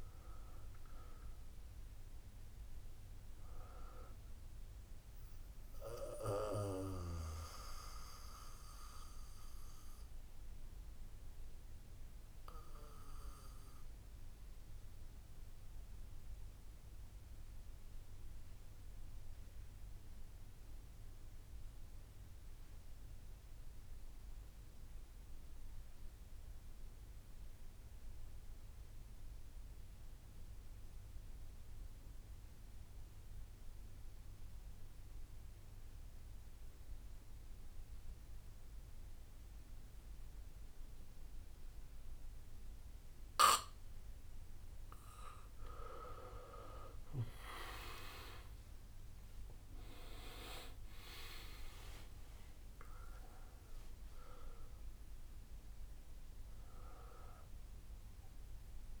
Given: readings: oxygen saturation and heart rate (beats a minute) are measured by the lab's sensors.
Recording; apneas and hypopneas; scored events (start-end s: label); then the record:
breathing in sleep by a room microphone; 1
0.00-6.00 s: drop in pulse transit time (device-marked, heart rate 74 extreme)
0.00-16.00 s: oxygen desaturation (device-marked, oxygen 82% lowest, heart rate 53 extreme)
4.00-6.00 s: long interval between heartbeats (device-marked, heart rate 79 before, 76 extreme)
6.00-44.50 s: obstructive apnea (oxygen 96% before, 82% lowest, heart rate 81 before, 53 extreme, up 20 after)
8.00-18.00 s: bradycardia (device-marked, heart rate 71 before, 53 extreme)
32.00-34.00 s: bradycardia (device-marked, heart rate 70 before, 61 extreme)
35.00-37.00 s: bradycardia (device-marked, heart rate 70 before, 59 extreme)
35.00-59.00 s: oxygen desaturation (device-marked, oxygen 99% before, 87% lowest, heart rate 60 before, 53 extreme)
48.50-54.50 s: arousal
52.00-54.00 s: long interval between heartbeats (device-marked, heart rate 62 before, 79 extreme)
From the record:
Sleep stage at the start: N2 (light sleep); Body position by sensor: on the back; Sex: male